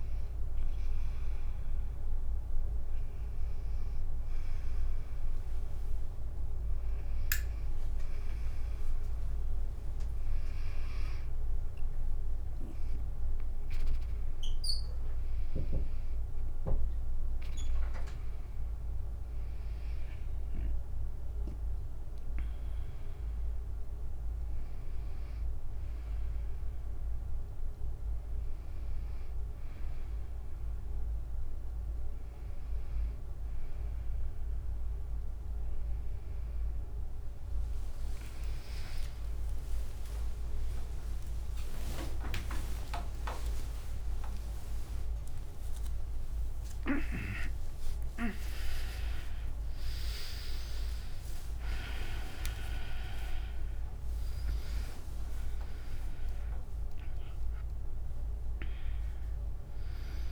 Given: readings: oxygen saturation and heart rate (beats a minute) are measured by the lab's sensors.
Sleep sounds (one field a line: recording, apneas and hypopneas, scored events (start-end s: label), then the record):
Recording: a person partly awake in a sleep study, by a room microphone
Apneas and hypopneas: none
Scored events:
0.00-4.50 s: tachycardia (device-marked, heart rate 105 extreme)
0.00-8.50 s: drop in pulse transit time (device-marked, heart rate 84 extreme)
8.50-38.50 s: new sleep stage, N1 (lightest sleep)
28.50-32.50 s: tachycardia (device-marked, heart rate 76 before, 104 extreme)
35.50-53.50 s: tachycardia (device-marked, heart rate 76 before, 198 extreme)
38.50-60.32 s: new sleep stage, awake
54.50-60.32 s: tachycardia (device-marked, heart rate 78 before, 120 extreme)
57.50-60.32 s: drop in pulse transit time (device-marked, heart rate 132 before, 96 extreme)
From the record:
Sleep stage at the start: N2 (light sleep)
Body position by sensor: on the back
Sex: female